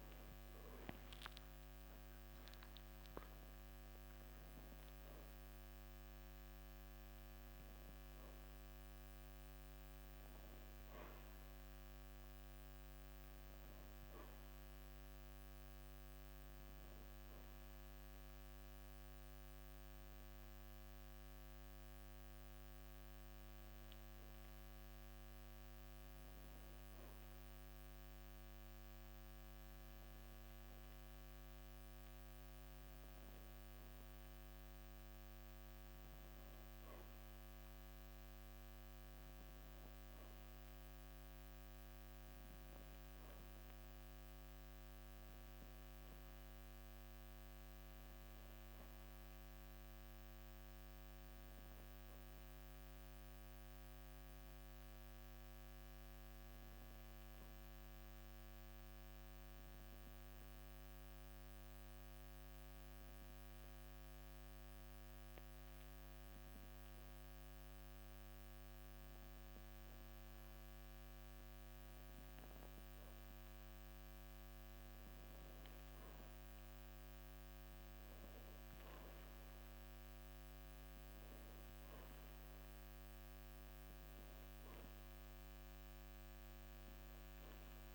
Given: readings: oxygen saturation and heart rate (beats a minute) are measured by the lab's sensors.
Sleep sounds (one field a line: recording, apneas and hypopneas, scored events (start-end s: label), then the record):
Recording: breathing in sleep, hard to hear, by a microphone on the trachea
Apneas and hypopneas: 1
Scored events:
4.50-87.95 s: new sleep stage, N2 (light sleep)
49.00-53.00 s: arousal
57.00-72.00 s: hypopnea (oxygen 97% before, 93% lowest, heart rate 55 before, 54 extreme, up 0 after)
73.50-87.95 s: oxygen desaturation (device-marked, oxygen 96% before, 93% lowest)
77.50-81.50 s: arousal
From the record:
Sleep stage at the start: N1 (lightest sleep)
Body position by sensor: on the back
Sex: male